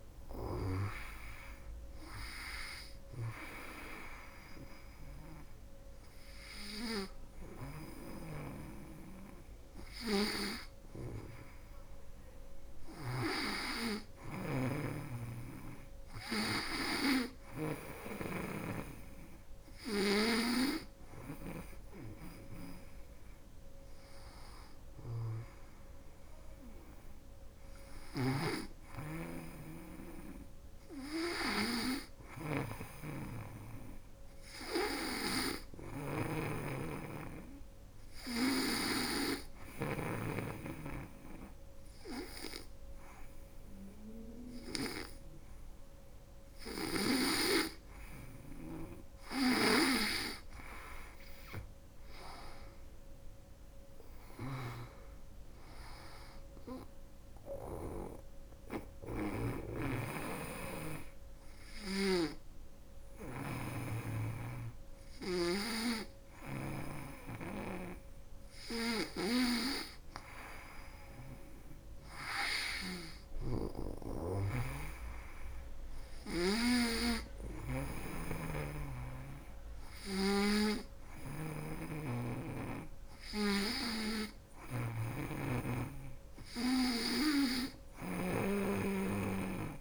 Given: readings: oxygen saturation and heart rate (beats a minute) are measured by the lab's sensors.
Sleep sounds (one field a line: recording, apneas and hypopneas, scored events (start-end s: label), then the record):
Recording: breathing in sleep by a room microphone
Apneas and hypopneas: 1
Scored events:
7.50-21.00 s: snoring (device-marked)
27.50-39.50 s: snoring (device-marked)
36.00-47.00 s: obstructive apnea (oxygen 97% before, 94% lowest, heart rate 78 before, 74 extreme, up 1 after)
49.50-54.00 s: arousal
73.50-89.81 s: snoring (device-marked)
From the record:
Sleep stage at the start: N2 (light sleep)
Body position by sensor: on the back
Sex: female